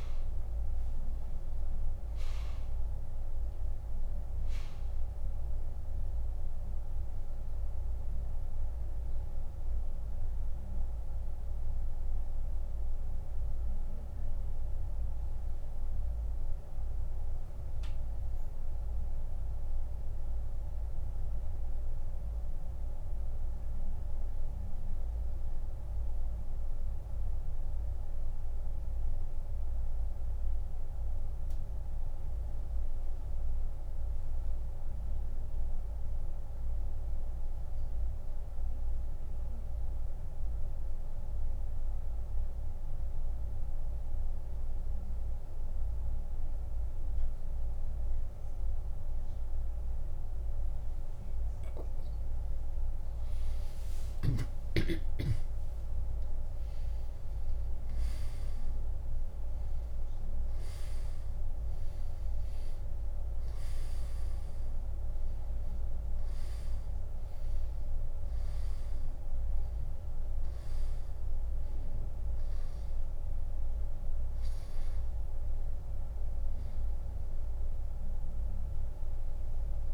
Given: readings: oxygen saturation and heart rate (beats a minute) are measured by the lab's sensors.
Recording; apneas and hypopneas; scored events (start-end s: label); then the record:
breathing in sleep, hard to hear, by a room microphone; 1
9.00-51.50 s: mixed apnea (oxygen 98% before, 89% lowest, heart rate 86 before, 62 extreme, up 41 after)
12.00-40.00 s: oxygen desaturation (device-marked, oxygen 97% before, 89% lowest, heart rate 85 before, 62 extreme)
53.00-57.50 s: arousal
From the record:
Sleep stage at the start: N2 (light sleep); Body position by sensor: on the back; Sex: male